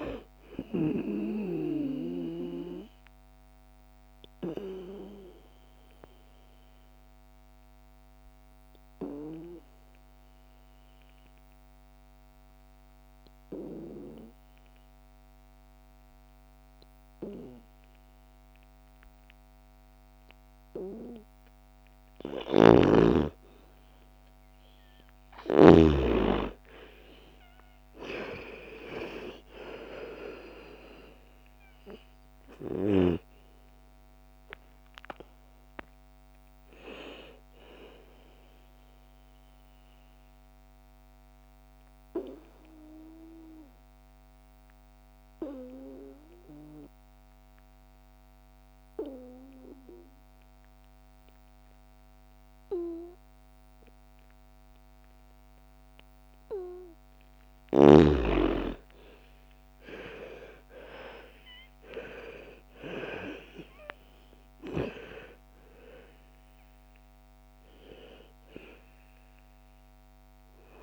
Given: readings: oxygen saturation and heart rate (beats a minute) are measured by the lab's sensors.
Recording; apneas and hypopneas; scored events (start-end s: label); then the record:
breathing in sleep by a microphone on the trachea; 2
0.00-13.50 s: oxygen desaturation (device-marked, oxygen 83% lowest, heart rate 54 extreme)
1.50-20.50 s: obstructive apnea (oxygen 99% before, 82% lowest, heart rate 61 before, 54 extreme, up 7 after)
22.00-25.50 s: arousal
22.00-25.50 s: snoring (device-marked)
24.50-50.50 s: oxygen desaturation (device-marked, oxygen 99% before, 85% lowest, heart rate 57 before, 56 extreme)
39.00-56.00 s: obstructive apnea (oxygen 99% before, 82% lowest, heart rate 65 before, 55 extreme, up 12 after)
57.50-70.83 s: oxygen desaturation (device-marked, oxygen 98% before, 82% lowest, heart rate 61 before, 55 extreme)
59.00-63.00 s: arousal
From the record:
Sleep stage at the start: N2 (light sleep); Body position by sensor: on the back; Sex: female